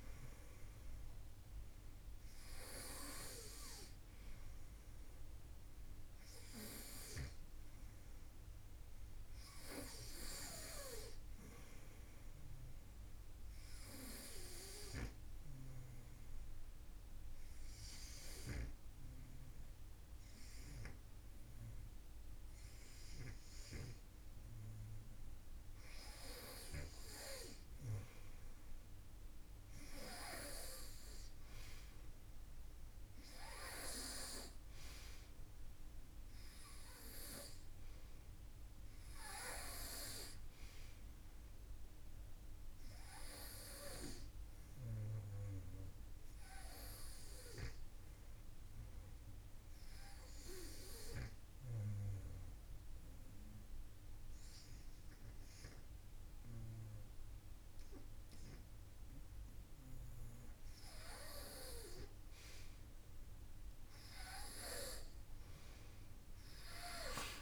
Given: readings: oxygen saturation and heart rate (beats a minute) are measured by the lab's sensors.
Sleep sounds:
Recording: breathing in sleep by a room microphone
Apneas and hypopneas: 2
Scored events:
14.00-25.00 s: obstructive apnea (oxygen 92% before, 92% lowest, heart rate 60 before, 53 extreme, up 0 after)
28.00-31.50 s: arousal
36.00-54.00 s: oxygen desaturation (device-marked, oxygen 96% before, 92% lowest, heart rate 54 before, 52 extreme)
49.50-60.50 s: obstructive apnea (oxygen 97% before, 92% lowest, heart rate 56 before, 52 extreme, up 5 after)
63.00-66.50 s: arousal
From the record:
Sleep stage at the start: N2 (light sleep)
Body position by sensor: on the front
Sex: male

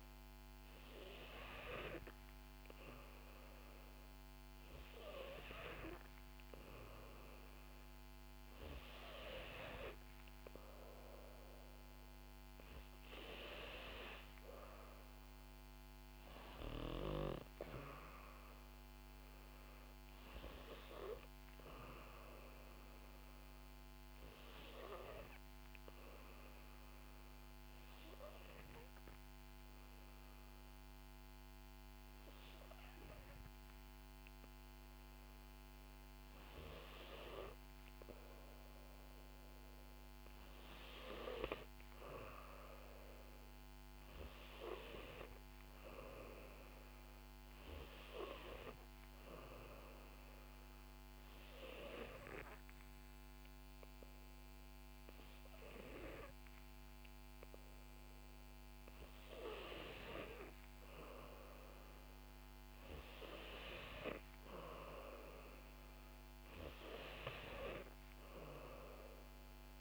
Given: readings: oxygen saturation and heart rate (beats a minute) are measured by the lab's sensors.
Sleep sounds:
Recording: breathing in sleep by a microphone on the trachea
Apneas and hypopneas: 2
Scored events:
24.00-35.50 s: hypopnea (oxygen 92% before, 90% lowest, heart rate 64 before, 60 extreme, up 5 after)
38.00-41.50 s: arousal
48.50-60.50 s: mixed apnea (oxygen 93% before, 90% lowest, heart rate 63 before, 63 extreme, up 4 after)
63.00-66.50 s: arousal
From the record:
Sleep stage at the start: N2 (light sleep)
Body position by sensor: on the back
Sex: female

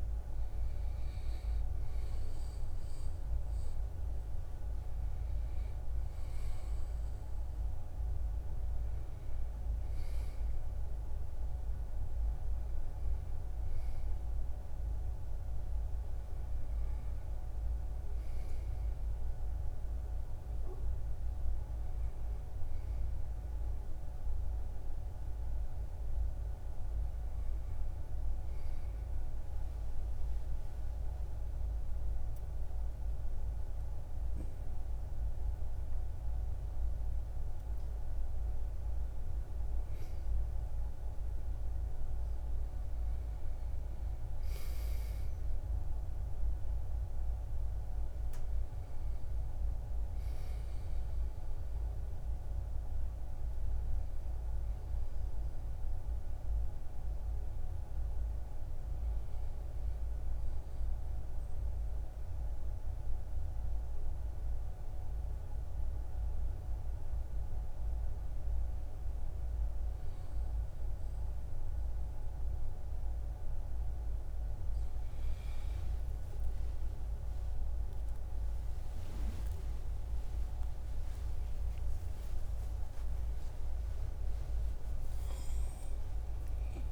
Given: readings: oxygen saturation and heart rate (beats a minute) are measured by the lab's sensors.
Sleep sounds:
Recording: breathing in sleep, hard to hear, by a room microphone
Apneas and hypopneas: 1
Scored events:
0.00-9.00 s: oxygen desaturation (device-marked, oxygen 97% before, 94% lowest, heart rate 70 before, 59 extreme)
51.00-54.00 s: arousal
58.00-73.00 s: hypopnea (oxygen 96% before, 93% lowest, heart rate 62 before, 57 extreme, up 8 after)
75.00-78.50 s: arousal
From the record:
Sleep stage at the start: N1 (lightest sleep)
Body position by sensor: on the right side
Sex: male

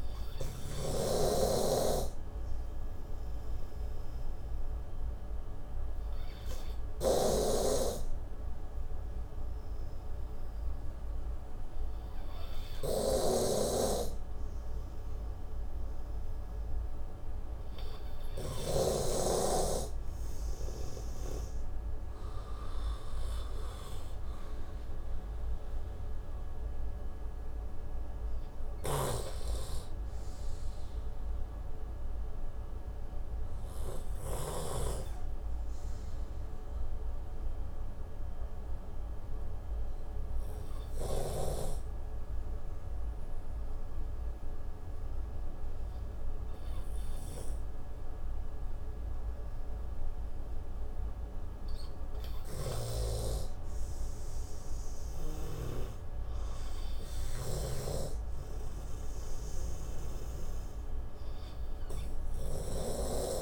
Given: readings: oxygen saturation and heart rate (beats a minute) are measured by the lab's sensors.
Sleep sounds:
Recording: breathing in sleep by a room microphone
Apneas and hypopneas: 2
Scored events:
0.00-7.50 s: oxygen desaturation (device-marked, oxygen 92% lowest)
0.50-19.00 s: obstructive apnea (oxygen 97% before, 90% lowest)
1.50-19.50 s: snoring (device-marked)
22.00-24.50 s: arousal
26.50-37.50 s: oxygen desaturation (device-marked, oxygen 94% before, 90% lowest)
32.00-52.50 s: obstructive apnea (oxygen 94% before, 90% lowest)
54.50-57.00 s: arousal
From the record:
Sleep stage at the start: N2 (light sleep)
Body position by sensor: on the right side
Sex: male

